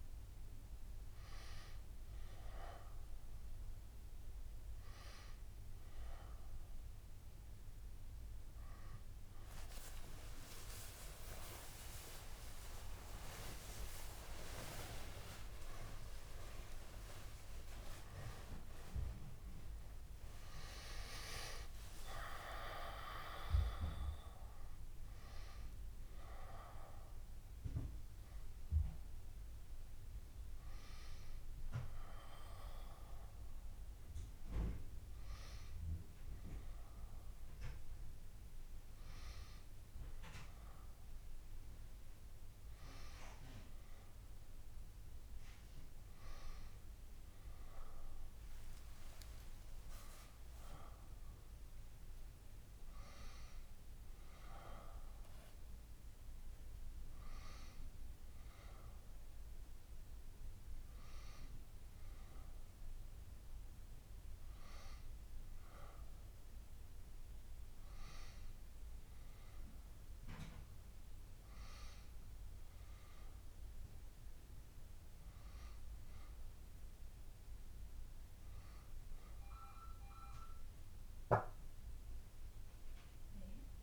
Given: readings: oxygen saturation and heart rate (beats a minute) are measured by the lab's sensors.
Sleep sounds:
breathing in sleep by a room microphone; 1
0.00-9.00 s: oxygen desaturation (device-marked, oxygen 91% lowest, heart rate 72 extreme)
8.00-20.00 s: hypopnea (oxygen 95% before, 90% lowest, heart rate 77 before, 72 extreme, up 6 after)
22.00-26.50 s: arousal
30.00-48.00 s: oxygen desaturation (device-marked, oxygen 95% before, 90% lowest, heart rate 74 before, 71 extreme)
51.00-54.50 s: arousal
From the record:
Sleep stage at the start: N2 (light sleep); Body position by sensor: on the back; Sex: female

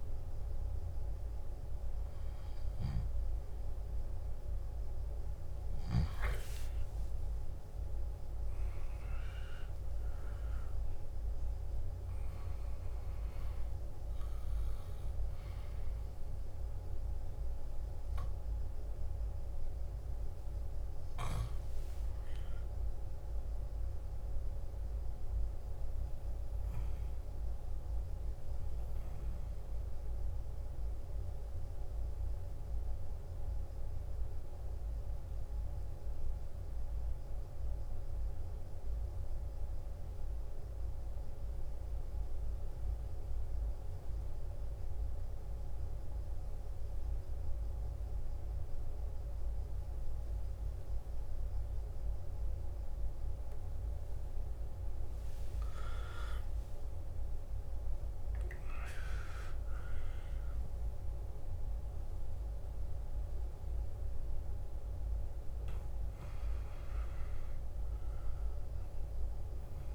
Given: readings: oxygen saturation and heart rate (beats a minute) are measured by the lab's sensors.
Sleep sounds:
breathing in sleep, hard to hear, by a room microphone; 1
12.50-25.50 s: oxygen desaturation (device-marked, oxygen 98% before, 94% lowest, heart rate 61 before, 55 extreme)
23.50-27.50 s: arousal
27.50-69.95 s: new sleep stage, N2 (light sleep)
31.00-53.50 s: obstructive apnea (oxygen 98% before, 90% lowest, heart rate 62 before, 55 extreme, up 9 after)
53.50-69.95 s: oxygen desaturation (device-marked, oxygen 96% before, 90% lowest, heart rate 55 before, 53 extreme)
56.00-61.00 s: arousal
From the record:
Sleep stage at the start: N1 (lightest sleep); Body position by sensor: on the back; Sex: male

